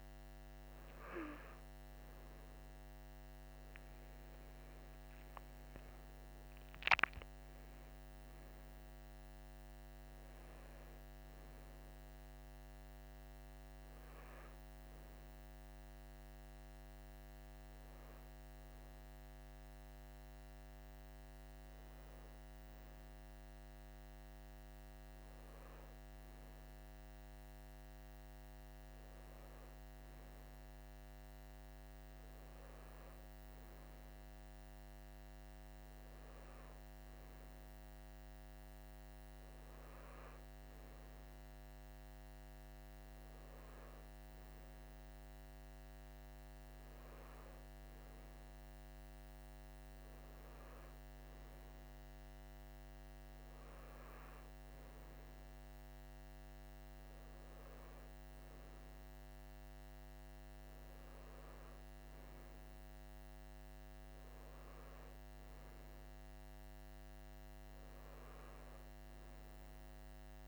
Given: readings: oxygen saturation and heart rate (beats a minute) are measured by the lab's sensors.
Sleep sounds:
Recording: breathing in sleep, hard to hear, by a microphone on the trachea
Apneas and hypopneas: none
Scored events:
16.00-70.48 s: new sleep stage, N2 (light sleep)
From the record:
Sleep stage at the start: N3 (deep sleep)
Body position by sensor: on the right side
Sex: male

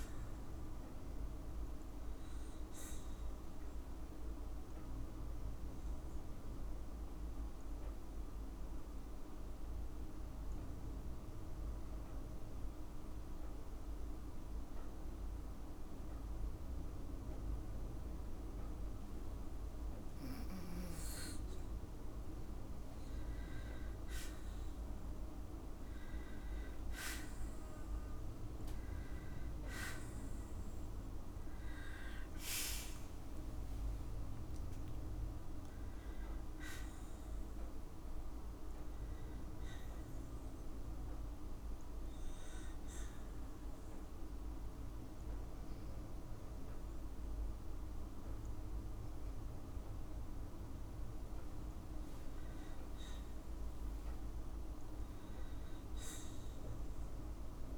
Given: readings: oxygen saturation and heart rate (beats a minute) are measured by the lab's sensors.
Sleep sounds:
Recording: breathing in sleep, hard to hear, by a room microphone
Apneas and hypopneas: 2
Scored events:
3.50-19.50 s: obstructive apnea (oxygen 98% before, 93% lowest, heart rate 56 before, 53 extreme, up 5 after)
12.00-23.00 s: oxygen desaturation (device-marked, oxygen 97% before, 93% lowest, heart rate 57 before, 54 extreme)
24.50-29.00 s: arousal
39.00-51.00 s: hypopnea (oxygen 98% before, 93% lowest, heart rate 58 before, 54 extreme, up 4 after)
53.00-57.00 s: arousal
From the record:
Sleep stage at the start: N2 (light sleep)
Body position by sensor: on the right side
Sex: female

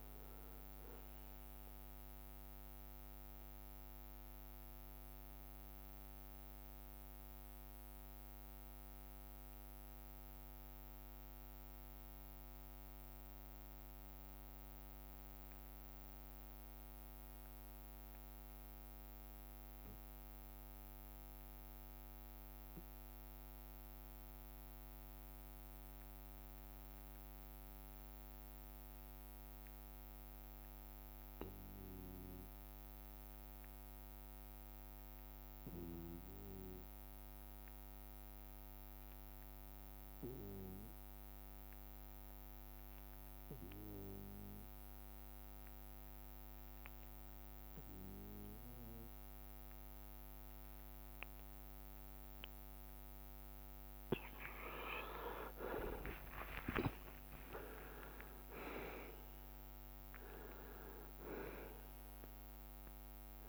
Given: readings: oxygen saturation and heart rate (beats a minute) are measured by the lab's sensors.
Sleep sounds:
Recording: breathing in sleep by a microphone on the trachea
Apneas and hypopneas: 1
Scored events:
0.00-1.50 s: drop in pulse transit time (device-marked, heart rate 47 extreme)
0.00-2.00 s: long interval between heartbeats (device-marked, heart rate 81 before, 57 extreme)
0.00-2.50 s: bradycardia (device-marked)
0.00-11.50 s: oxygen desaturation (device-marked, oxygen 88% lowest)
7.00-54.00 s: hypopnea (oxygen 96% before, 84% lowest)
7.50-9.50 s: long interval between heartbeats (device-marked, heart rate 69 before, 77 extreme)
10.50-55.50 s: bradycardia (device-marked)
11.50 s: drop in pulse transit time (device-marked)
12.00-14.00 s: long interval between heartbeats (device-marked, heart rate 64 before, 79 extreme)
14.00-16.00 s: long interval between heartbeats (device-marked, heart rate 66 before, 56 extreme)
26.50-28.50 s: long interval between heartbeats (device-marked)
32.50-42.50 s: drop in pulse transit time (device-marked)
36.50-44.00 s: leg movement (device-marked)
37.00-39.00 s: long interval between heartbeats (device-marked)
38.50-63.49 s: oxygen desaturation (device-marked, oxygen 98% before, 84% lowest)
40.00-42.00 s: long interval between heartbeats (device-marked)
52.00-60.00 s: leg movement (device-marked)
53.50 s: drop in pulse transit time (device-marked)
56.00-61.50 s: arousal
57.50-59.50 s: long interval between heartbeats (device-marked)
57.50-61.50 s: tachycardia (device-marked)
59.50-61.50 s: long interval between heartbeats (device-marked)
61.50-63.49 s: bradycardia (device-marked)
From the record:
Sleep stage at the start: N2 (light sleep)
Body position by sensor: on the back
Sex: male

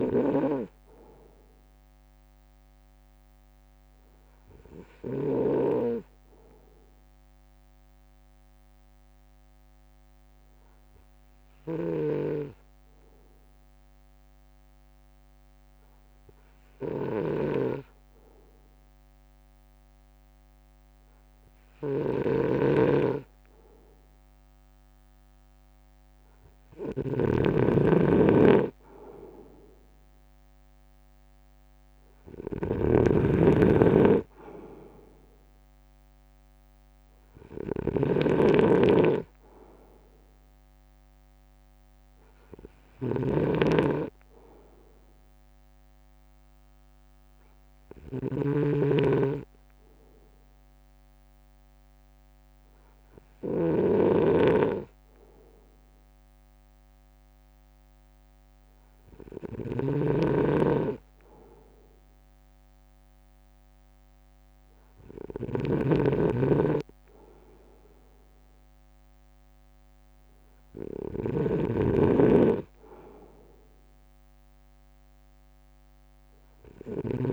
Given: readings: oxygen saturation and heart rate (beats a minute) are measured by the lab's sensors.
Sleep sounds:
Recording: breathing in sleep by a microphone on the trachea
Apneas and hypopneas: 2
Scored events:
0.00-5.50 s: snoring (device-marked)
1.00-23.00 s: hypopnea (oxygen 97% before, 95% lowest, heart rate 56 before, 55 extreme, up 2 after)
17.00-77.33 s: snoring (device-marked)
24.50-28.50 s: arousal
31.00-46.00 s: drop in pulse transit time (device-marked, heart rate 58 before, 55 extreme)
43.00-59.00 s: hypopnea (oxygen 97% before, 94% lowest, heart rate 58 before, 54 extreme, up 1 after)
61.50-65.00 s: arousal
From the record:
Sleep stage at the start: N2 (light sleep)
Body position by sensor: on the front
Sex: male

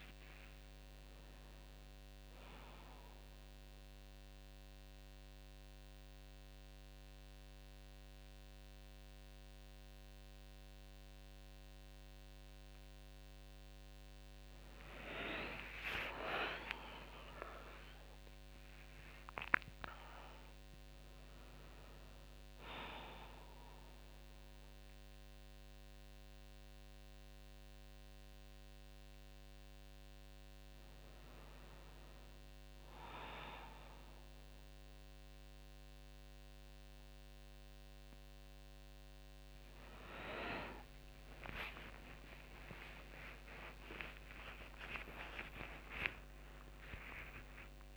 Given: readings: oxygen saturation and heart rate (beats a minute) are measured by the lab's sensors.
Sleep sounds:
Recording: a person awake in a sleep study, by a microphone on the trachea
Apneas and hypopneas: none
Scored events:
17.00-31.00 s: oxygen desaturation (device-marked, oxygen 98% before, 95% lowest, heart rate 58 before, 57 extreme)
41.00-43.00 s: long interval between heartbeats (device-marked, heart rate 62 before, 79 extreme)
41.00-47.97 s: tachycardia (device-marked, heart rate 60 before, 156 extreme)
43.50-45.50 s: long interval between heartbeats (device-marked, heart rate 63 before, 100 extreme)
46.00-47.97 s: long interval between heartbeats (device-marked, heart rate 71 before, 154 extreme)
From the record:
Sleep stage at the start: awake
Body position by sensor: on the back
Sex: female

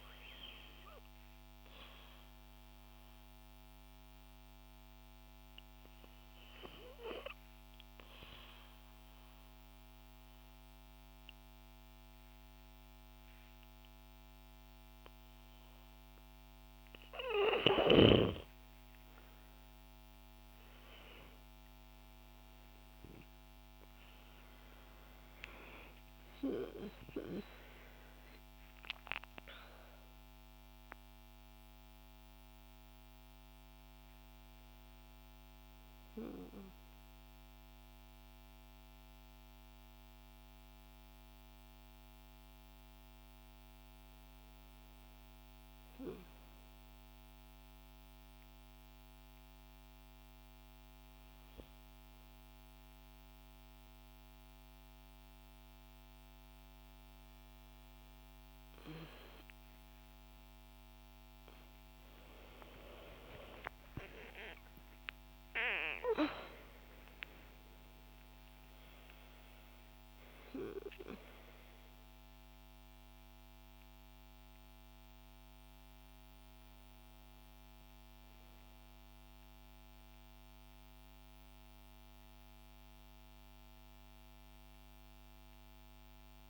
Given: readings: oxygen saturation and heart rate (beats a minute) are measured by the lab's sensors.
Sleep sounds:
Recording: breathing in sleep by a microphone on the trachea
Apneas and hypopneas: 1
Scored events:
1.00-16.50 s: hypopnea (oxygen 96% before, 89% lowest, heart rate 57 before, 57 extreme, up 13 after)
19.00-23.50 s: arousal
19.50-43.50 s: oxygen desaturation (device-marked, oxygen 96% before, 89% lowest, heart rate 58 before, 65 extreme)
23.50-83.50 s: new sleep stage, N1 (lightest sleep)
62.50-67.50 s: arousal
83.50-86.50 s: new sleep stage, N2 (light sleep)
From the record:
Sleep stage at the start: N2 (light sleep)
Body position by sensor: on the back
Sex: female

